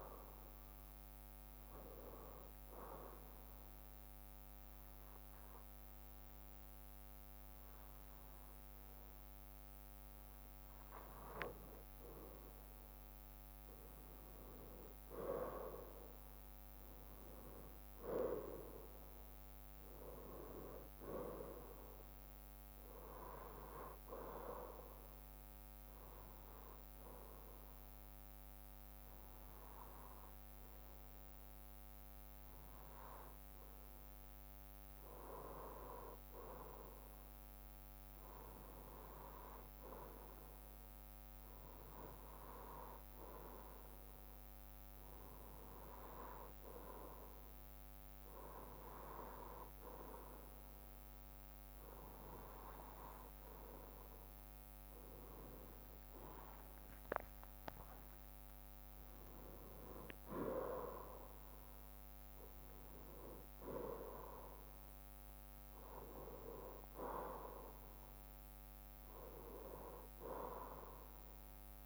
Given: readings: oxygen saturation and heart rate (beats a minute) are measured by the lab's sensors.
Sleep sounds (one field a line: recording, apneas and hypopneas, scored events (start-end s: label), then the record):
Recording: breathing in sleep by a microphone on the trachea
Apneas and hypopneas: 2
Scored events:
1.50-11.50 s: obstructive apnea (oxygen 94% before, 92% lowest, heart rate 67 before, 62 extreme, up 3 after)
13.50-18.00 s: arousal
39.50-53.00 s: hypopnea (oxygen 95% before, 92% lowest, heart rate 65 before, 63 extreme, up 6 after)
56.50-60.50 s: arousal
From the record:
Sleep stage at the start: N2 (light sleep)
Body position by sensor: on the right side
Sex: male